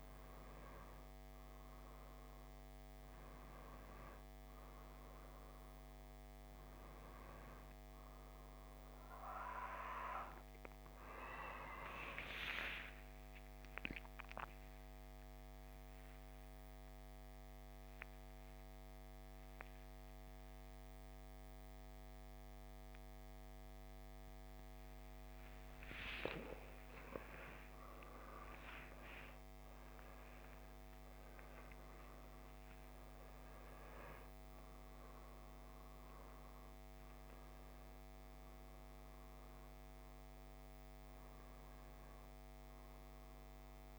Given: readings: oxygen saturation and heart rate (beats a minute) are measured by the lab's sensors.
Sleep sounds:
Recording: a person awake in a sleep study, by a microphone on the trachea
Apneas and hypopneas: none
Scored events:
4.00-43.99 s: new sleep stage, awake
39.00-43.99 s: oxygen desaturation (device-marked, oxygen 96% before, 93% lowest)
From the record:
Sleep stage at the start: N1 (lightest sleep)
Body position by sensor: on the back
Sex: male

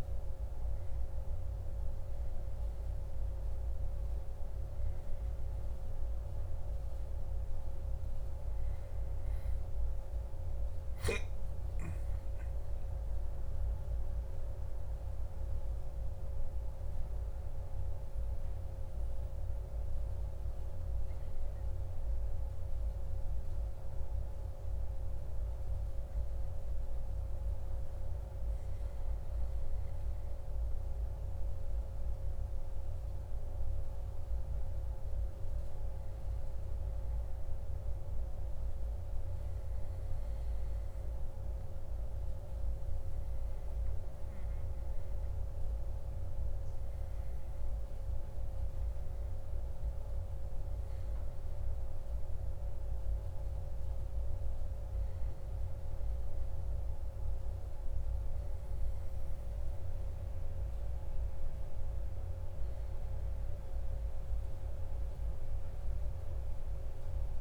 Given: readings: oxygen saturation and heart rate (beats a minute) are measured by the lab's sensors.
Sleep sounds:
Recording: breathing in sleep, hard to hear, by a room microphone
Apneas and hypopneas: 1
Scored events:
10.50-14.50 s: arousal
19.50-29.50 s: hypopnea (oxygen 99% before, 97% lowest, heart rate 57 before, 55 extreme, up 2 after)
31.50-35.50 s: arousal
37.00-67.00 s: new sleep stage, N2 (light sleep)
67.00-67.41 s: new sleep stage, N1 (lightest sleep)
From the record:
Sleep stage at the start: N1 (lightest sleep)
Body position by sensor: on the back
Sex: male

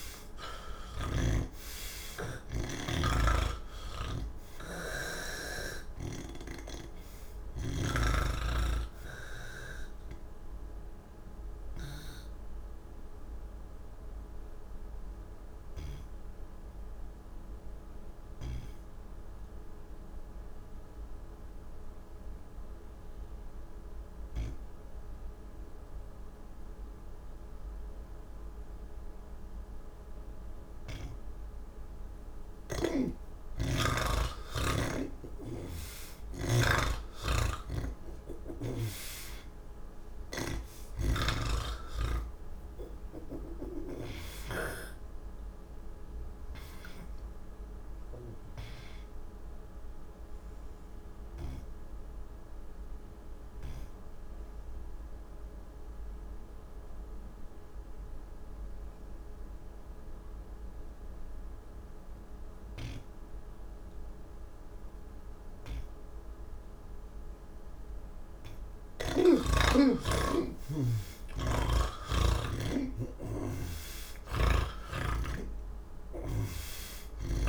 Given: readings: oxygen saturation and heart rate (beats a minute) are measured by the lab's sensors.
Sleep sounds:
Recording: breathing in sleep by a room microphone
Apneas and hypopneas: none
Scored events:
0.50-7.50 s: snoring (device-marked)
5.00-31.00 s: oxygen desaturation (device-marked, oxygen 92% before, 81% lowest, heart rate 95 before, 73 extreme)
32.00-38.50 s: snoring (device-marked)
40.50-44.00 s: snoring (device-marked)
51.00-69.00 s: oxygen desaturation (device-marked, oxygen 85% before, 80% lowest, heart rate 103 before, 74 extreme)
64.00-77.49 s: new sleep stage, N2 (light sleep)
71.00-77.49 s: snoring (device-marked)
From the record:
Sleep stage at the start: N1 (lightest sleep)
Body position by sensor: on the back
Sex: male

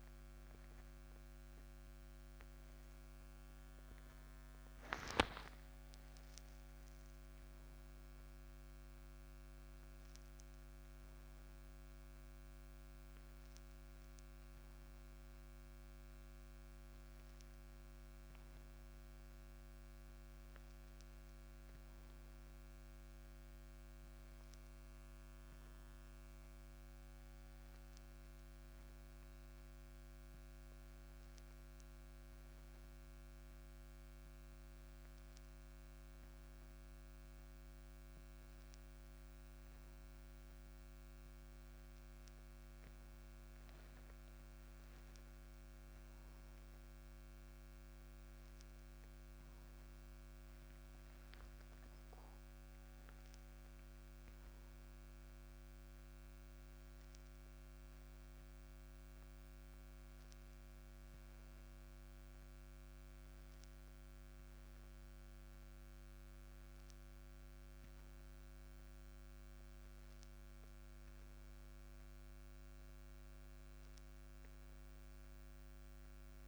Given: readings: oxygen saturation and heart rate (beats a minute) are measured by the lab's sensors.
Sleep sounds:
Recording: a person awake in a sleep study, hard to hear, by a microphone on the trachea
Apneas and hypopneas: none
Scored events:
none scored
From the record:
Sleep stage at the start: awake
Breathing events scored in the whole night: 189 in 3.3 hours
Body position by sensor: on the back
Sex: male

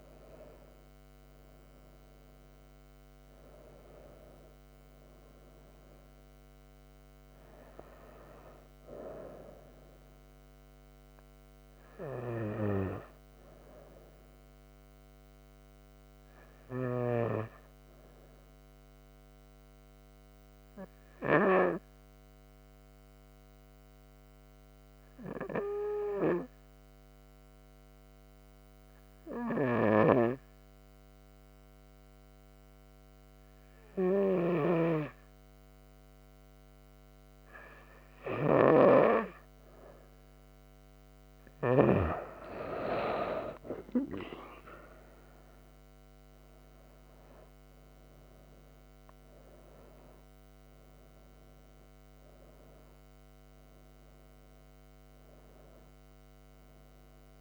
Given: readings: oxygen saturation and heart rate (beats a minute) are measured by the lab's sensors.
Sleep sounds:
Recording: breathing in sleep by a microphone on the trachea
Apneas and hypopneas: 1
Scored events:
0.00-2.50 s: arousal
15.50-39.00 s: hypopnea (oxygen 96% before, 91% lowest)
38.50-57.41 s: oxygen desaturation (device-marked, oxygen 97% before, 91% lowest)
41.00-46.00 s: arousal
From the record:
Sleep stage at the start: N2 (light sleep)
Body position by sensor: on the right side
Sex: female

